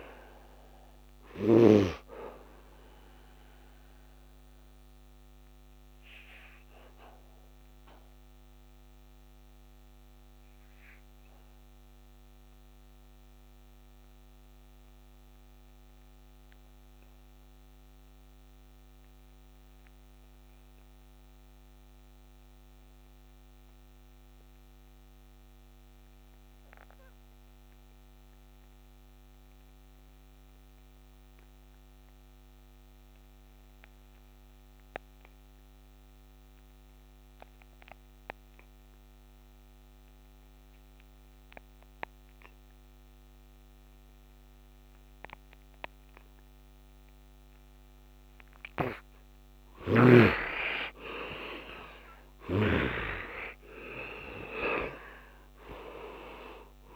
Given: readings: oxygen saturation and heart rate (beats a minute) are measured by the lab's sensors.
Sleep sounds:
breathing in sleep by a microphone on the trachea; 1
0.00-23.50 s: oxygen desaturation (device-marked, oxygen 61% lowest, heart rate 57 extreme)
3.00-48.00 s: obstructive apnea (oxygen 94% before, 56% lowest, heart rate 73 before, 57 extreme, up 34 after)
4.50-14.50 s: bradycardia (device-marked, heart rate 74 before, 57 extreme)
25.50-56.95 s: oxygen desaturation (device-marked, oxygen 98% before, 56% lowest, heart rate 62 before, 65 extreme)
48.00-52.50 s: snoring (device-marked)
49.50-54.50 s: arousal
From the record:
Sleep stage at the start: N2 (light sleep); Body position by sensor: on the back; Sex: male

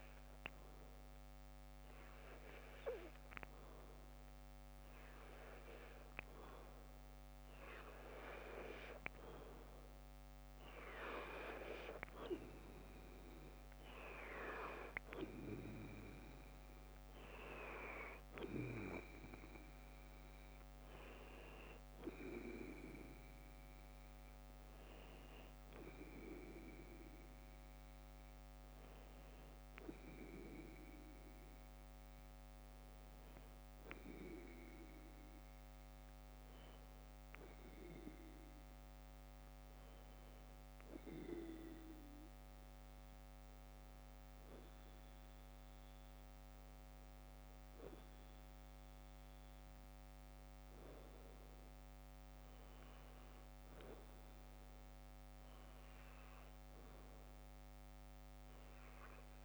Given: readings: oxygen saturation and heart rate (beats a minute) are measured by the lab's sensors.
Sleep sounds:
breathing in sleep by a microphone on the trachea; none
58.00-59.45 s: arousal
From the record:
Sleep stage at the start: N2 (light sleep); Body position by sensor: on the left side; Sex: female

